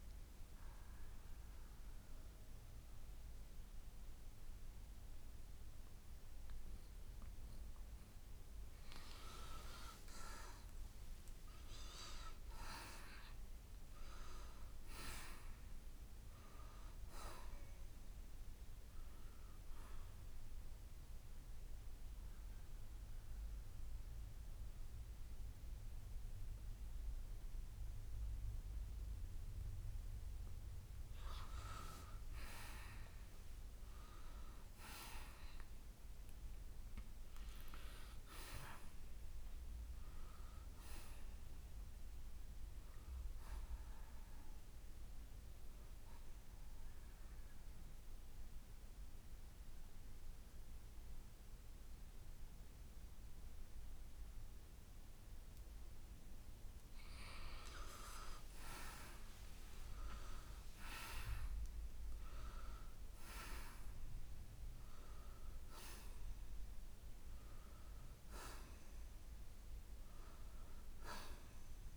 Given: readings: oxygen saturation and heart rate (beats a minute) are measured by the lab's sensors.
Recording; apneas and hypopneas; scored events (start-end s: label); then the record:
breathing in sleep by a room microphone; 2
4.00-18.00 s: oxygen desaturation (device-marked, oxygen 90% before, 83% lowest, heart rate 66 before, 47 extreme)
15.50-19.00 s: arousal
20.50-31.00 s: central apnea (oxygen 94% before, 85% lowest, heart rate 64 before, 47 extreme, up 14 after)
25.00-41.00 s: oxygen desaturation (device-marked, oxygen 94% before, 87% lowest, heart rate 65 before, 47 extreme)
46.50-56.50 s: hypopnea (oxygen 95% before, 85% lowest, heart rate 59 before, 57 extreme, up 6 after)
47.00-62.00 s: oxygen desaturation (device-marked, oxygen 95% before, 88% lowest, heart rate 59 before, 55 extreme)
59.00-62.50 s: arousal
68.00-71.97 s: oxygen desaturation (device-marked, oxygen 94% before, 85% lowest, heart rate 61 before, 55 extreme)
From the record:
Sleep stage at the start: N2 (light sleep); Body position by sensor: on the right side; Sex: male